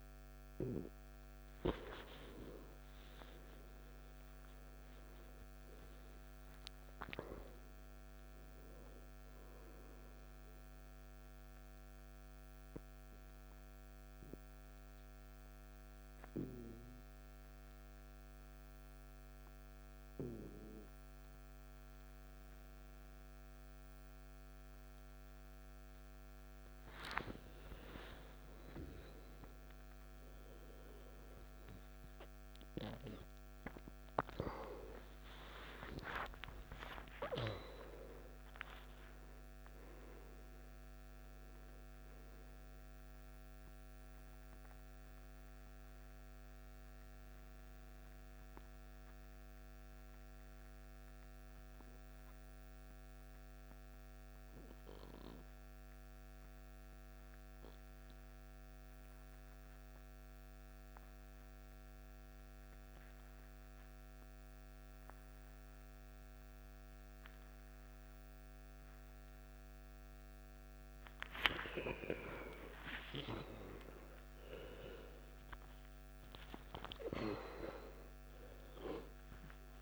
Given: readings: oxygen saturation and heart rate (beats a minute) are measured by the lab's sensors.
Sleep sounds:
breathing in sleep by a microphone on the trachea; 2
3.00-7.50 s: arousal
11.50-26.50 s: obstructive apnea (oxygen 97% before, 87% lowest, heart rate 63 before, 58 extreme, up 11 after)
28.00-32.50 s: arousal
32.00-56.00 s: oxygen desaturation (device-marked, oxygen 96% before, 91% lowest, heart rate 60 before, 56 extreme)
58.50-72.00 s: obstructive apnea (oxygen 97% before, 86% lowest, heart rate 67 before, 54 extreme, up 18 after)
67.00-79.82 s: oxygen desaturation (device-marked, oxygen 97% before, 86% lowest, heart rate 59 before, 54 extreme)
72.50-76.50 s: arousal
From the record:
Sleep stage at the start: N2 (light sleep); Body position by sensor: on the back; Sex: male

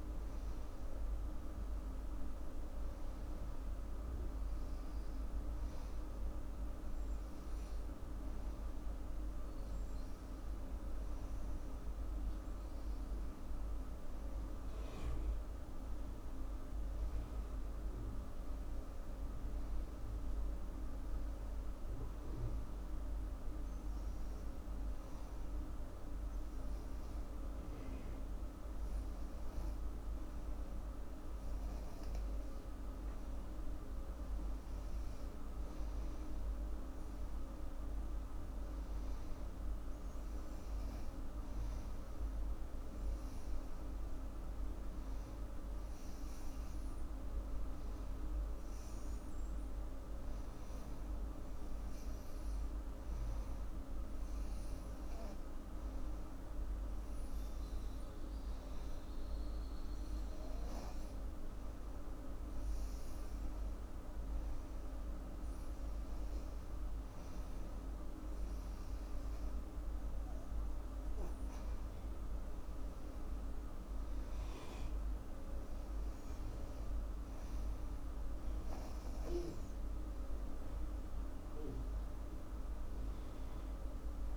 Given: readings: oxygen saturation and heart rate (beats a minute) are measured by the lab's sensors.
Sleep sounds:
breathing in sleep, hard to hear, by a room microphone; 1
23.50-34.00 s: hypopnea (oxygen 97% before, 94% lowest, heart rate 89 before, 85 extreme, up 4 after)
37.00-41.00 s: arousal
From the record:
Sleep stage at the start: N2 (light sleep); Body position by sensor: on the back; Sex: female

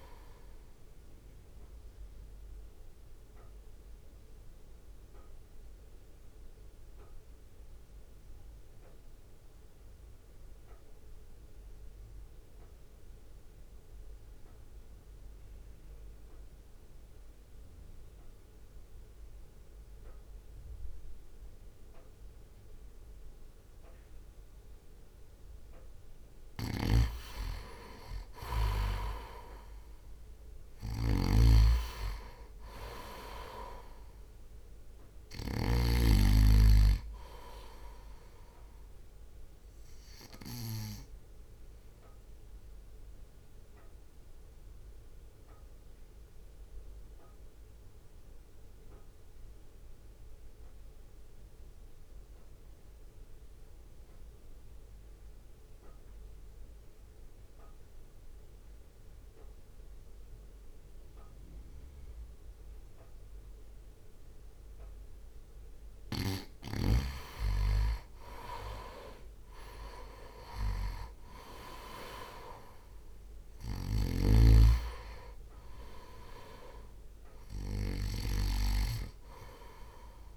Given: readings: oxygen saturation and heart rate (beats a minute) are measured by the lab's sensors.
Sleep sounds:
breathing in sleep by a room microphone; 2
0.00-4.50 s: drop in pulse transit time (device-marked, heart rate 48 extreme)
3.00-27.50 s: mixed apnea (oxygen 98% before, 91% lowest, heart rate 56 before, 49 extreme, up 2 after)
17.50-23.50 s: oxygen desaturation (device-marked, oxygen 96% before, 91% lowest, heart rate 54 before, 49 extreme)
26.50-36.00 s: snoring (device-marked)
29.50-34.50 s: arousal
31.50-39.50 s: oxygen desaturation (device-marked, oxygen 96% before, 92% lowest, heart rate 58 before, 51 extreme)
32.50-47.50 s: drop in pulse transit time (device-marked, heart rate 58 before, 49 extreme)
41.00-65.00 s: mixed apnea (oxygen 96% before, 90% lowest, heart rate 56 before, 48 extreme, up 0 after)
68.50-80.37 s: oxygen desaturation (device-marked, oxygen 97% before, 91% lowest, heart rate 58 before, 48 extreme)
71.00-74.50 s: arousal
72.50-80.37 s: drop in pulse transit time (device-marked, heart rate 59 before, 48 extreme)
From the record:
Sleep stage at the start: N2 (light sleep); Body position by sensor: on the right side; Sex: male

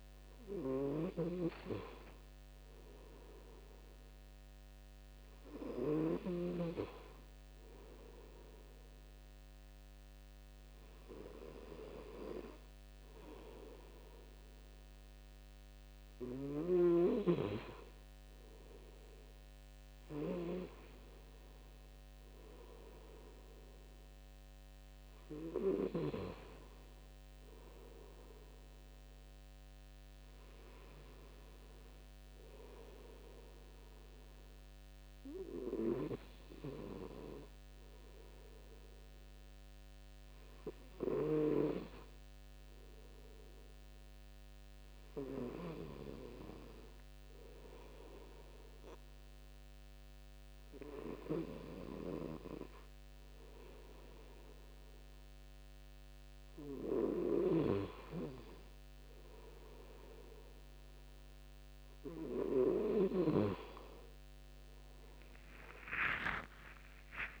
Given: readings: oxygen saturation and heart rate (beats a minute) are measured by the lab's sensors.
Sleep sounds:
breathing in sleep by a microphone on the trachea; none
66.00-67.40 s: arousal
From the record:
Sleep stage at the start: N2 (light sleep); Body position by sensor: on the front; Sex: male

